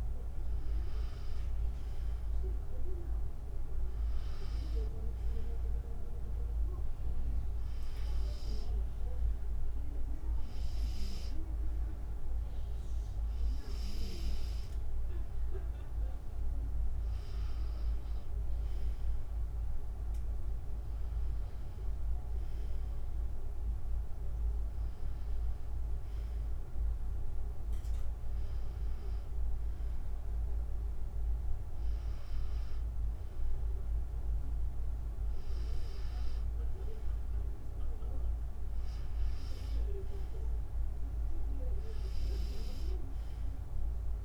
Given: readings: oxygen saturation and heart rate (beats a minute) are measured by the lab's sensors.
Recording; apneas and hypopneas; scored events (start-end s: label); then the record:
breathing in sleep by a room microphone; none
0.00-7.50 s: drop in pulse transit time (device-marked, heart rate 73 extreme)
19.50-32.50 s: drop in pulse transit time (device-marked, heart rate 76 before, 73 extreme)
From the record:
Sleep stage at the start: N2 (light sleep); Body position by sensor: on the back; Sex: female